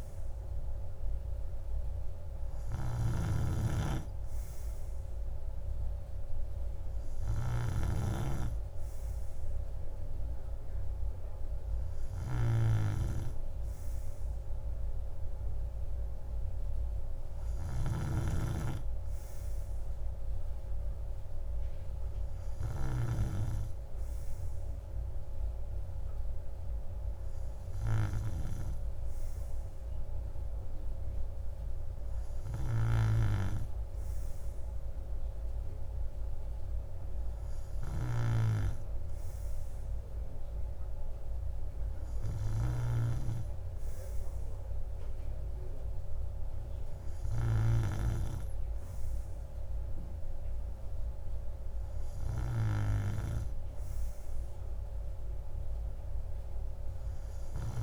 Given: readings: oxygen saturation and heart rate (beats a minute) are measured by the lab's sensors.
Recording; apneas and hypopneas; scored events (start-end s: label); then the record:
breathing in sleep by a room microphone; none
none scored
From the record:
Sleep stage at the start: N2 (light sleep); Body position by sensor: on the right side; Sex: male